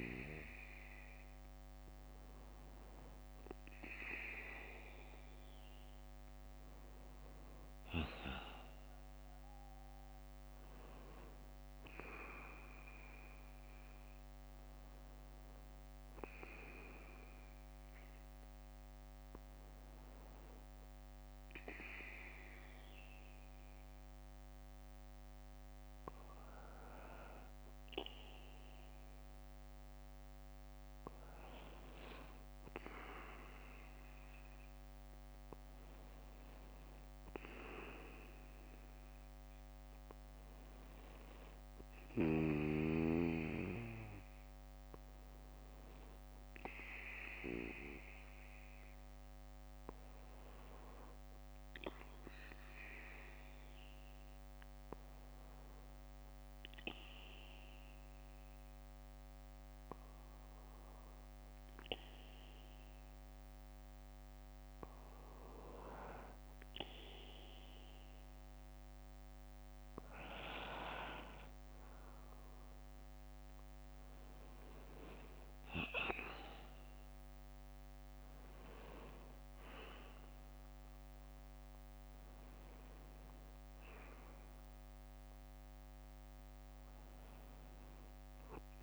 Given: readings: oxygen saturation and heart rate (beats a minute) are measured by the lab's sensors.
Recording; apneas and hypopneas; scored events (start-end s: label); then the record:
breathing in sleep by a microphone on the trachea; 2
11.50-15.00 s: arousal
19.00-21.00 s: bradycardia (device-marked, heart rate 68 before, 61 extreme)
21.00-32.50 s: hypopnea (oxygen 96% before, 94% lowest, heart rate 62 before, 52 extreme, up 1 after)
24.00-29.00 s: bradycardia (device-marked, heart rate 68 before, 59 extreme)
33.00-39.00 s: bradycardia (device-marked, heart rate 68 before, 52 extreme)
34.00-37.50 s: arousal
45.00-49.00 s: bradycardia (device-marked, heart rate 68 before, 57 extreme)
54.00-71.00 s: bradycardia (device-marked, heart rate 68 before, 58 extreme)
55.00-66.50 s: hypopnea (oxygen 96% before, 94% lowest, heart rate 59 before, 56 extreme, up 2 after)
70.50-74.50 s: arousal
From the record:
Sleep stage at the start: N2 (light sleep); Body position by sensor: on the back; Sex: male